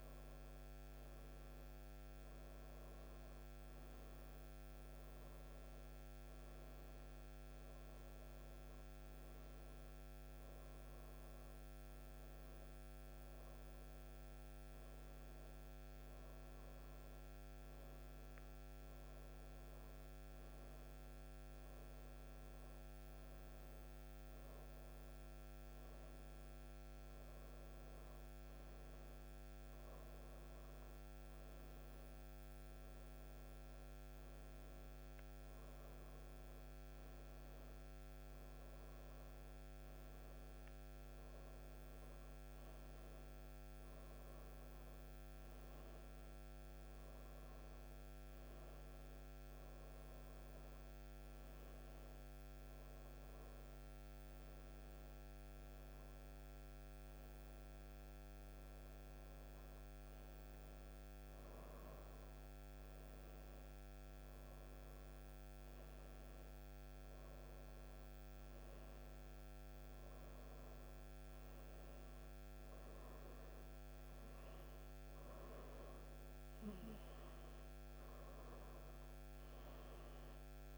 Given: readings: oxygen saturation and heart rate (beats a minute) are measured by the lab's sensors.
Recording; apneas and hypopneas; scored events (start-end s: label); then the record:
breathing in sleep, hard to hear, by a microphone on the trachea; none
none scored
From the record:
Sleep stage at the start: N1 (lightest sleep); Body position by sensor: on the right side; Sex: female